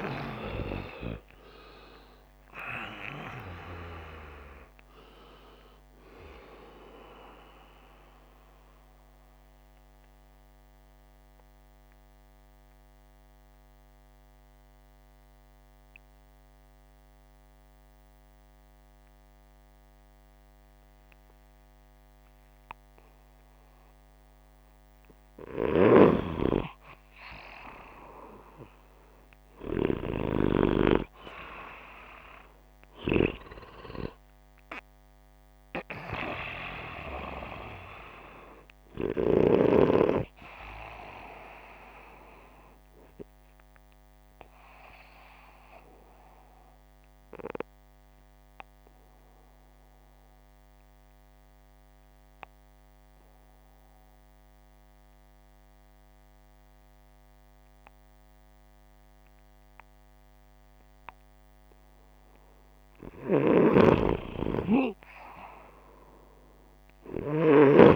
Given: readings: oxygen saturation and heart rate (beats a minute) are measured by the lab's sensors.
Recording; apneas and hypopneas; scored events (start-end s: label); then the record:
breathing in sleep by a microphone on the trachea; 2
0.00-1.00 s: snoring (device-marked)
0.00-2.00 s: arousal
0.00-3.50 s: oxygen desaturation (device-marked, oxygen 78% lowest, heart rate 60 extreme)
9.00-25.00 s: mixed apnea (oxygen 84% before, 73% lowest, heart rate 75 before, 65 extreme, up 10 after)
10.50-12.50 s: oxygen desaturation (device-marked, oxygen 79% before, 75% lowest, heart rate 77 before, 70 extreme)
18.50-33.50 s: oxygen desaturation (device-marked, oxygen 82% before, 73% lowest, heart rate 79 before, 64 extreme)
25.50-31.00 s: arousal
45.00-60.00 s: obstructive apnea (oxygen 98% before, 88% lowest, heart rate 72 before, 64 extreme, up 30 after)
50.50-54.50 s: oxygen desaturation (device-marked, oxygen 96% before, 90% lowest, heart rate 71 before, 64 extreme)
55.50-67.96 s: new sleep stage, N2 (light sleep)
62.50-66.50 s: arousal
63.00-67.50 s: snoring (device-marked)
From the record:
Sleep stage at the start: REM sleep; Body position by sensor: upright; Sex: male